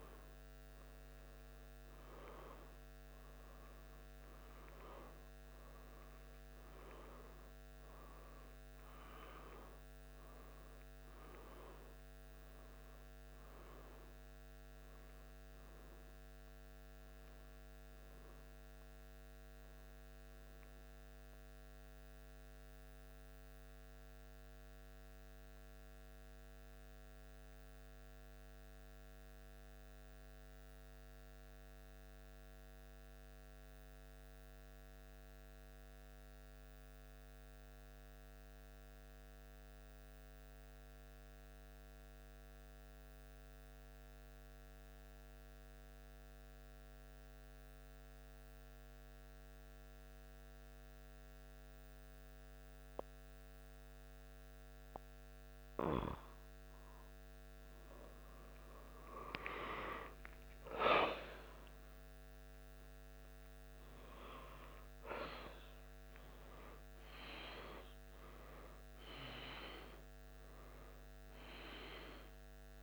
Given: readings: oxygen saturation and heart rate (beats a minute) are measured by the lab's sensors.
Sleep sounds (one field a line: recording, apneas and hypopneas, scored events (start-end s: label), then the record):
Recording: breathing in sleep by a microphone on the trachea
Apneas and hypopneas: 1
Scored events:
0.00-3.00 s: arousal
22.50-55.50 s: central apnea (oxygen 96% before, 91% lowest, heart rate 76 before, 73 extreme, up 3 after)
36.00-55.00 s: oxygen desaturation (device-marked, oxygen 95% before, 91% lowest, heart rate 76 before, 73 extreme)
58.00-63.00 s: arousal
From the record:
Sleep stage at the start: N2 (light sleep)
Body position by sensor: on the back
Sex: male